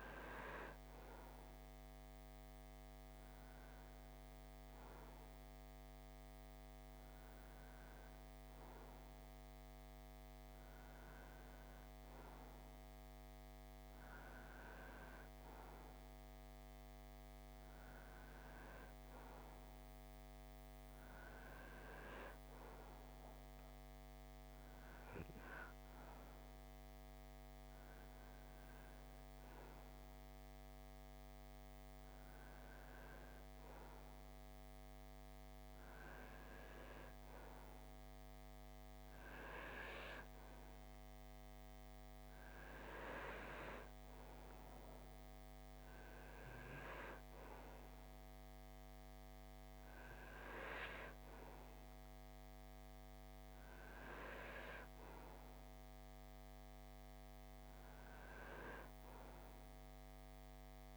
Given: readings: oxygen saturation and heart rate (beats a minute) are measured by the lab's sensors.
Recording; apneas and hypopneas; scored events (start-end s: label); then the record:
breathing in sleep by a microphone on the trachea; none
none scored
From the record:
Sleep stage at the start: N2 (light sleep); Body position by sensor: on the right side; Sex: male